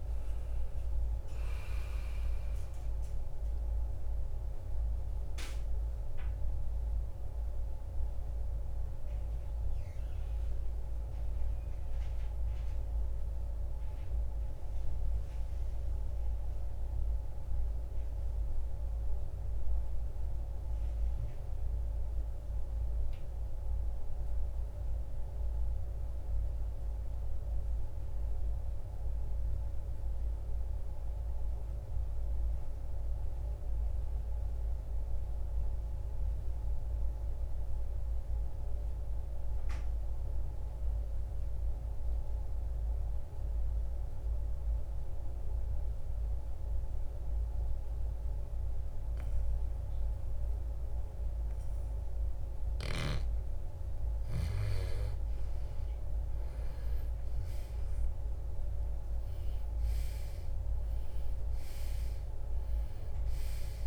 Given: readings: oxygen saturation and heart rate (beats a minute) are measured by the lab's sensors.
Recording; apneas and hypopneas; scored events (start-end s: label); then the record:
breathing in sleep, hard to hear, by a room microphone; 1
8.50-51.50 s: mixed apnea (oxygen 97% before, 80% lowest, heart rate 81 before, 49 extreme, up 11 after)
53.00-59.00 s: arousal
60.50-63.87 s: oxygen desaturation (device-marked, oxygen 98% before, 80% lowest, heart rate 56 before, 43 extreme)
From the record:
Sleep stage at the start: REM sleep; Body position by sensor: on the right side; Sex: male